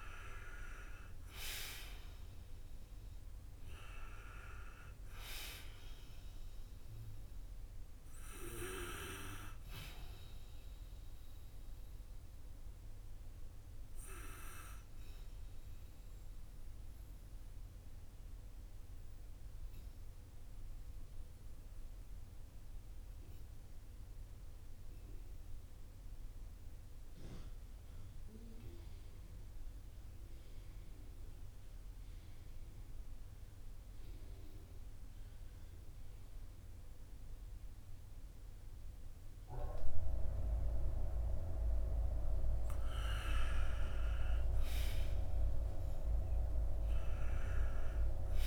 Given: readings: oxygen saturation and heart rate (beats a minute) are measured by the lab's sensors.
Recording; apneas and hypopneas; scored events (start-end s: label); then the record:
breathing in sleep by a room microphone; 1
0.00-2.00 s: arousal
1.00-28.00 s: oxygen desaturation (device-marked, oxygen 96% before, 90% lowest, heart rate 54 before, 47 extreme)
14.00-42.50 s: obstructive apnea (oxygen 97% before, 90% lowest, heart rate 57 before, 48 extreme, up 6 after)
44.00-48.00 s: arousal
From the record:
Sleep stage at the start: N2 (light sleep); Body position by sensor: on the back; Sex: male